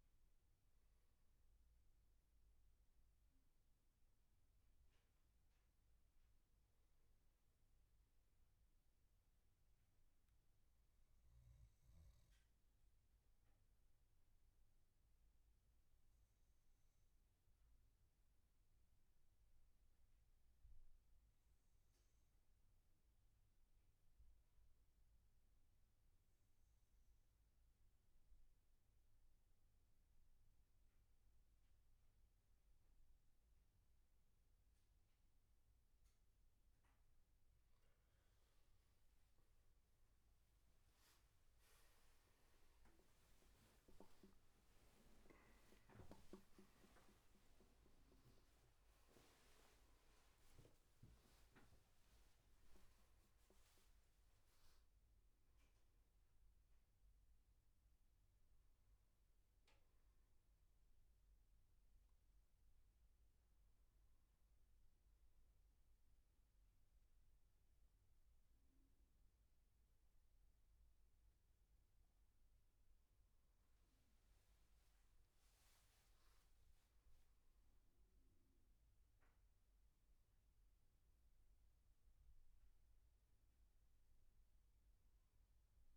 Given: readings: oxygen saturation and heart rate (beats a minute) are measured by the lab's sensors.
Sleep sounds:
a person partly awake in a sleep study, hard to hear, by a room microphone; 1
8.50-36.00 s: obstructive apnea (oxygen 97% before, 92% lowest, heart rate 75 before, 73 extreme, up 12 after)
35.50-59.50 s: oxygen desaturation (device-marked, oxygen 98% before, 92% lowest, heart rate 76 before, 70 extreme)
37.50-67.50 s: new sleep stage, awake
67.50-85.97 s: new sleep stage, N1 (lightest sleep)
From the record:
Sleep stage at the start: N2 (light sleep); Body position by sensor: on the back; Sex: male

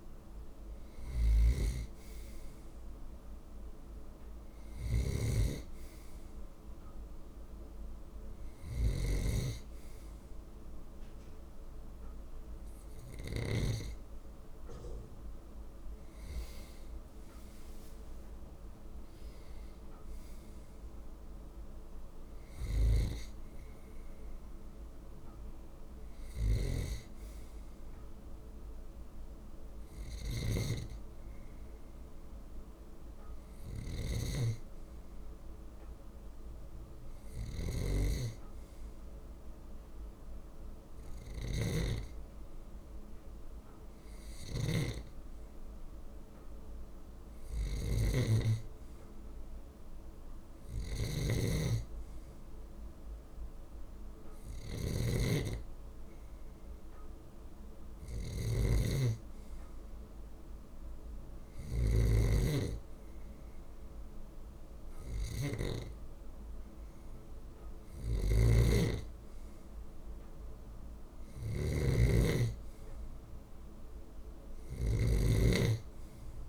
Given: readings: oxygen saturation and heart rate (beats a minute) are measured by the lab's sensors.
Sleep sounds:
breathing in sleep by a room microphone; none
0.50-13.50 s: snoring (device-marked)
26.00-76.49 s: snoring (device-marked)
71.50-75.00 s: arousal
72.50-76.49 s: oxygen desaturation (device-marked, oxygen 96% before, 93% lowest, heart rate 146 before, 27 extreme)
From the record:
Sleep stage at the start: N2 (light sleep); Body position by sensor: on the left side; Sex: male

